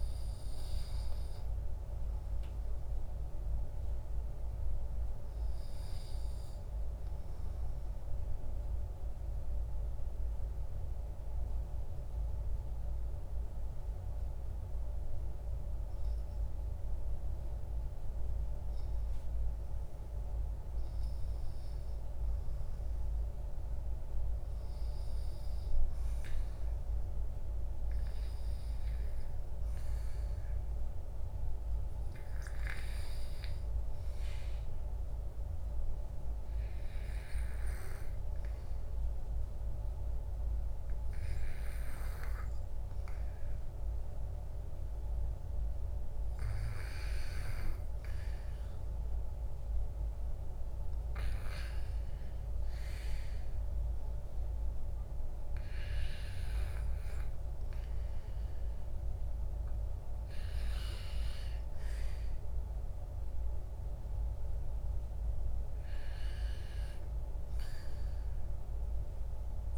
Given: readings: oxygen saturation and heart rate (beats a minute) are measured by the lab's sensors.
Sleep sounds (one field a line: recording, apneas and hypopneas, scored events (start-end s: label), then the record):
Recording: breathing in sleep, hard to hear, by a room microphone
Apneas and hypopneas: 1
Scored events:
0.00-1.00 s: arousal
7.00-17.50 s: obstructive apnea (oxygen 98% before, 96% lowest, heart rate 53 before, 54 extreme, up 16 after)
22.00-25.50 s: arousal
From the record:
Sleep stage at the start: REM sleep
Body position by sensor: on the back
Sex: male